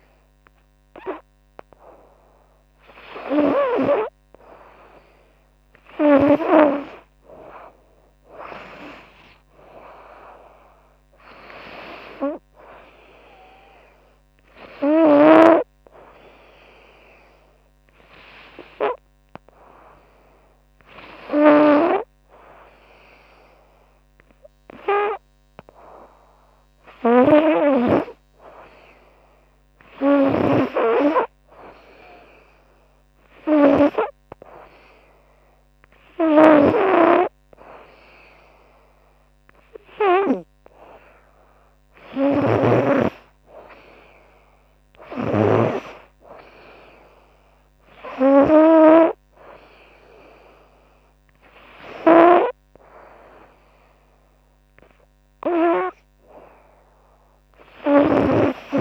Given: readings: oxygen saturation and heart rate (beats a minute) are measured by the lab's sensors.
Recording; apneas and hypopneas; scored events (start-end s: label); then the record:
breathing in sleep by a microphone on the trachea; none
26.50-30.00 s: snoring (device-marked)
41.50-45.00 s: snoring (device-marked)
57.50-58.81 s: snoring (device-marked)
From the record:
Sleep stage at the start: N2 (light sleep); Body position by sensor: on the right side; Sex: female